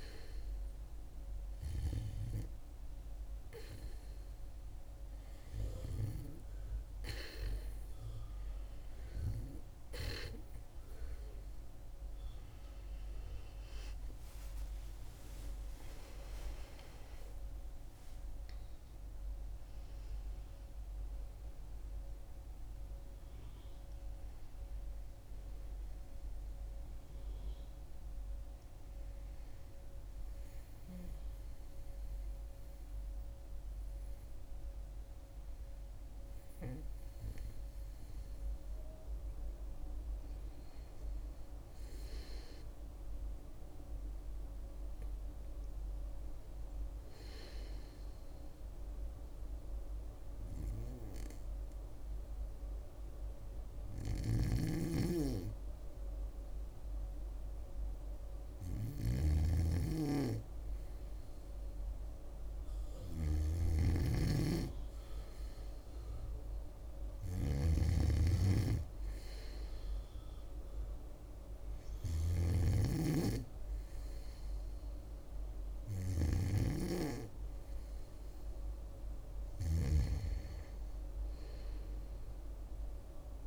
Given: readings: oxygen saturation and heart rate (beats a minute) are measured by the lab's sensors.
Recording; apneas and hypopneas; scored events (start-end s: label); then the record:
breathing in sleep by a room microphone; 1
13.50-43.50 s: new sleep stage, N1 (lightest sleep)
14.00-19.50 s: arousal
43.50-73.50 s: new sleep stage, N2 (light sleep)
49.00-61.00 s: hypopnea (oxygen 100% before, 95% lowest, heart rate 71 before, 67 extreme, up 2 after)
54.00-76.50 s: snoring (device-marked)
63.50-68.00 s: arousal
73.50-83.47 s: new sleep stage, REM sleep
From the record:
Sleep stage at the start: REM sleep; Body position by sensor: on the back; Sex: female